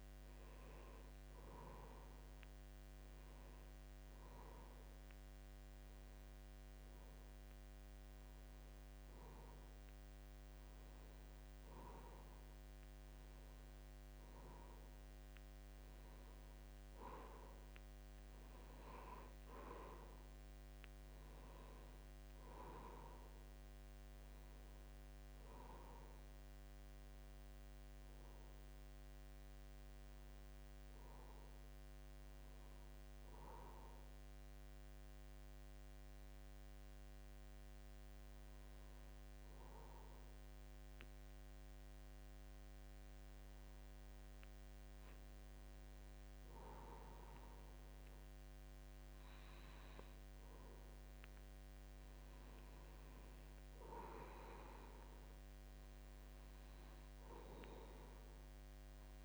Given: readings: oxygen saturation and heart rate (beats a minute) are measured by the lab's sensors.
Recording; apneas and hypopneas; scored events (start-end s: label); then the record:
breathing in sleep by a microphone on the trachea; 2
5.00-15.00 s: hypopnea (oxygen 92% before, 89% lowest, heart rate 77 before, 75 extreme, up 12 after)
18.00-21.50 s: arousal
18.50-20.50 s: long interval between heartbeats (device-marked, heart rate 77 before, 86 extreme)
32.50-44.50 s: obstructive apnea (oxygen 93% before, 88% lowest, heart rate 80 before, 74 extreme, up 0 after)
47.00-50.00 s: arousal
From the record:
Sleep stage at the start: N2 (light sleep); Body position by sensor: on the back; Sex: male